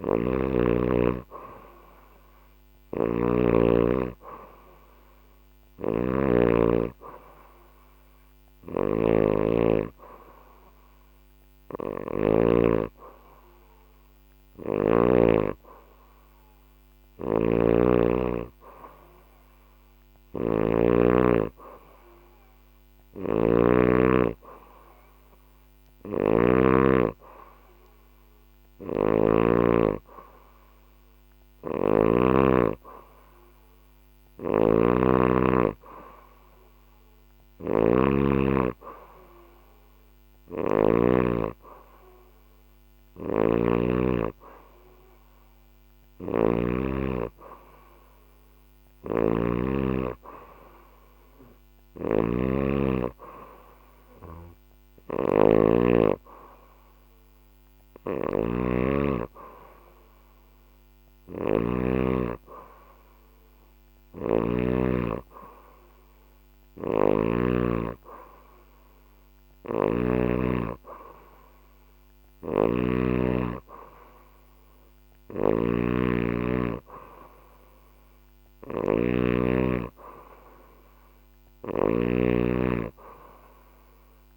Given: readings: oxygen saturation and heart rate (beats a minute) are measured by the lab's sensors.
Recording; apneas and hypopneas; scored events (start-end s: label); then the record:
breathing in sleep by a microphone on the trachea; none
0.00-14.50 s: snoring (device-marked)
16.50-26.00 s: snoring (device-marked)
28.00-31.50 s: snoring (device-marked)
33.50-46.00 s: snoring (device-marked)
48.00-64.00 s: snoring (device-marked)
66.00-69.50 s: snoring (device-marked)
71.50-84.37 s: snoring (device-marked)
From the record:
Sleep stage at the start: N2 (light sleep); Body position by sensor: on the back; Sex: female